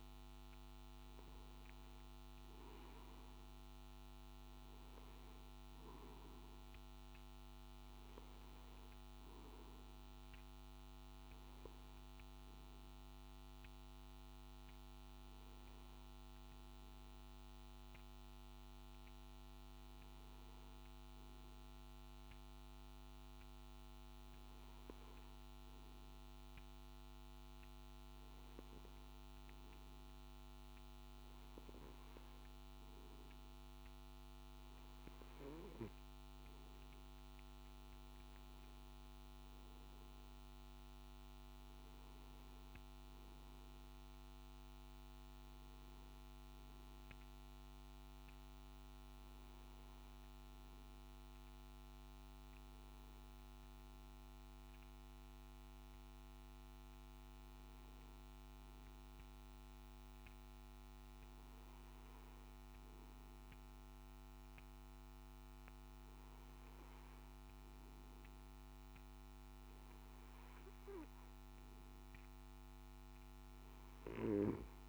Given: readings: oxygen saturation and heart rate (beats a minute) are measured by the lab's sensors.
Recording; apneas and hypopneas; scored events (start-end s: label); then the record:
breathing in sleep, hard to hear, by a microphone on the trachea; 2
12.00-28.00 s: hypopnea (oxygen 97% before, 95% lowest, heart rate 57 before, 55 extreme, up 3 after)
49.00-69.00 s: hypopnea (oxygen 96% before, 94% lowest, heart rate 58 before, 54 extreme, up 4 after)
From the record:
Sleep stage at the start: N1 (lightest sleep); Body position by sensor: on the back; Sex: male